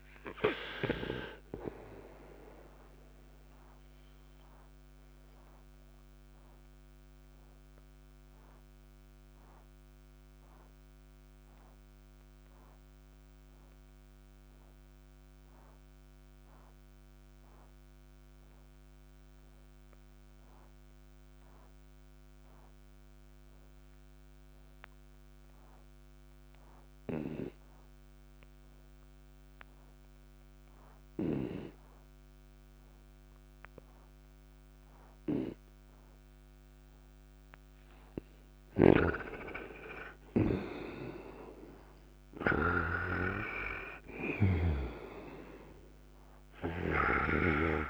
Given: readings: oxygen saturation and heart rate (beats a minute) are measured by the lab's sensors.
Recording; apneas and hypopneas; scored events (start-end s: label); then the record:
breathing in sleep by a microphone on the trachea; 1
0.00-1.00 s: snoring (device-marked)
0.00-20.50 s: oxygen desaturation (device-marked, oxygen 84% lowest, heart rate 58 extreme)
4.00-37.00 s: obstructive apnea (oxygen 97% before, 84% lowest, heart rate 74 before, 58 extreme, up 24 after)
34.50-47.90 s: oxygen desaturation (device-marked, oxygen 99% before, 86% lowest, heart rate 59 before, 56 extreme)
38.50-42.50 s: snoring (device-marked)
38.50-43.00 s: arousal
From the record:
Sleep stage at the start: N2 (light sleep); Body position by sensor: on the right side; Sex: male